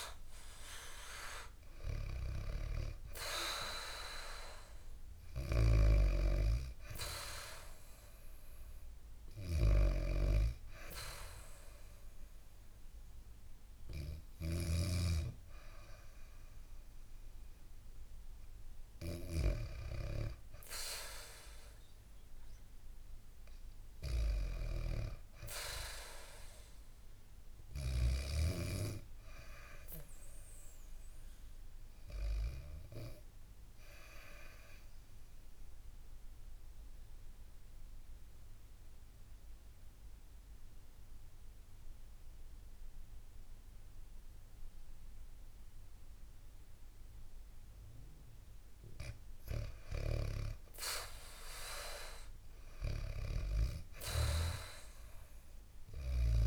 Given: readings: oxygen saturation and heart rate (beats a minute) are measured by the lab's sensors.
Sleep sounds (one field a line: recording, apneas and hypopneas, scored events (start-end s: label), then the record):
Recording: breathing in sleep by a room microphone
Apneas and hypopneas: 1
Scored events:
0.00-2.00 s: arousal
0.50-24.50 s: oxygen desaturation (device-marked, oxygen 98% before, 91% lowest, heart rate 66 before, 66 extreme)
32.50-48.00 s: obstructive apnea (oxygen 100% before, 92% lowest, heart rate 74 before, 66 extreme, up 8 after)
48.50-56.47 s: oxygen desaturation (device-marked, oxygen 99% before, 92% lowest, heart rate 70 before, 67 extreme)
49.50-52.50 s: arousal
From the record:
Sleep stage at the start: N2 (light sleep)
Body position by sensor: on the back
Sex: female